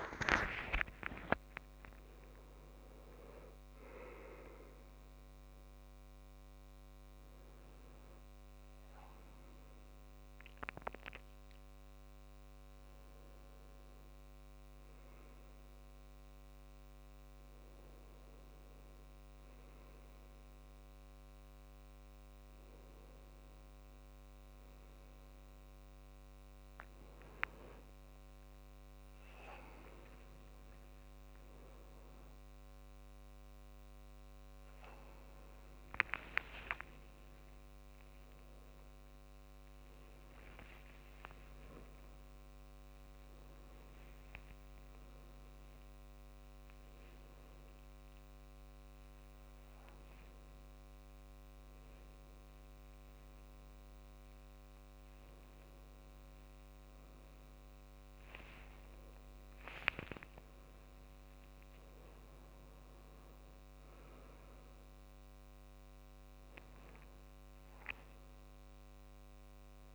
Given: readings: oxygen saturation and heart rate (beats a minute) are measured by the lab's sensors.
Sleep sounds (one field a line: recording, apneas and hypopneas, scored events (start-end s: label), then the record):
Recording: a person awake in a sleep study, by a microphone on the trachea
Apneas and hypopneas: none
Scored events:
0.00-1.50 s: long interval between heartbeats (device-marked, heart rate 102 extreme)
30.50-32.50 s: long interval between heartbeats (device-marked, heart rate 80 before, 86 extreme)
57.00-69.95 s: new sleep stage, N1 (lightest sleep)
From the record:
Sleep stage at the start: awake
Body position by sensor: on the back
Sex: male